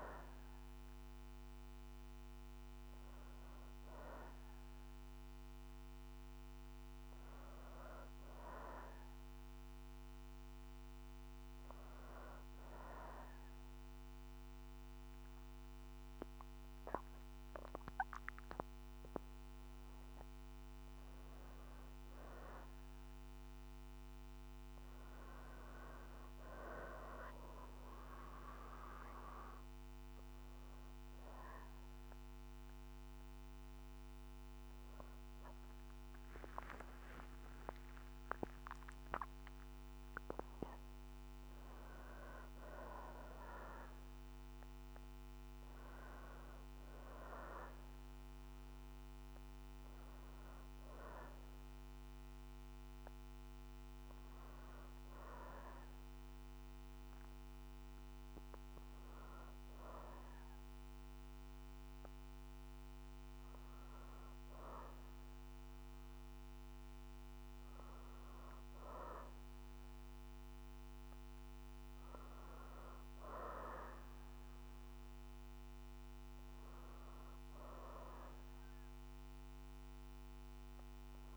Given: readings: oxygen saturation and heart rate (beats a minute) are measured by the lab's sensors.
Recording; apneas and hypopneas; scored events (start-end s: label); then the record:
breathing in sleep by a microphone on the trachea; 1
10.50-21.50 s: hypopnea (oxygen 94% before, 90% lowest, heart rate 63 before, 61 extreme, up 1 after)
24.50-29.50 s: arousal
27.00-57.00 s: new sleep stage, N1 (lightest sleep)
30.00-43.00 s: oxygen desaturation (device-marked, oxygen 94% before, 90% lowest, heart rate 62 before, 61 extreme)
57.00-81.36 s: new sleep stage, N2 (light sleep)
67.00-81.36 s: oxygen desaturation (device-marked, oxygen 96% before, 92% lowest, heart rate 63 before, 59 extreme)
From the record:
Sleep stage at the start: REM sleep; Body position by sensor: on the back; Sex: female